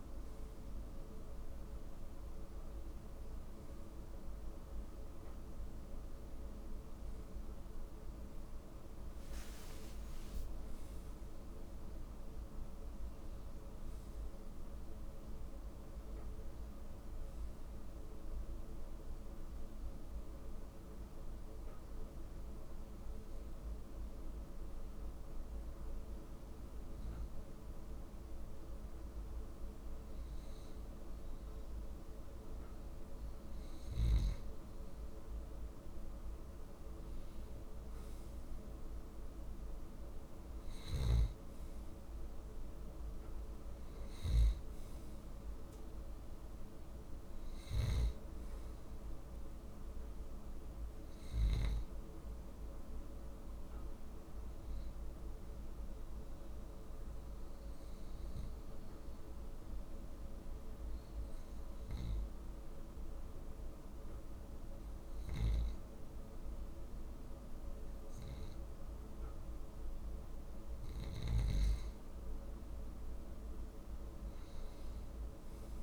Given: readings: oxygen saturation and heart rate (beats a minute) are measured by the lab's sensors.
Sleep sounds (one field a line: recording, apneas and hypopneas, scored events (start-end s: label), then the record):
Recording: breathing in sleep, hard to hear, by a room microphone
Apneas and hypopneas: 2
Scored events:
0.00-9.00 s: oxygen desaturation (device-marked, oxygen 87% lowest, heart rate 59 extreme)
9.00-13.00 s: arousal
15.00-75.83 s: new sleep stage, N2 (light sleep)
19.50-32.00 s: obstructive apnea (oxygen 99% before, 92% lowest)
34.00-70.00 s: oxygen desaturation (device-marked, oxygen 99% before, 92% lowest)
35.50-39.50 s: arousal
52.50-56.00 s: arousal
58.00-71.00 s: obstructive apnea (oxygen 99% before, 92% lowest)
72.50-75.83 s: arousal
From the record:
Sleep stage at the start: N1 (lightest sleep)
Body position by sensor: on the left side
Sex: male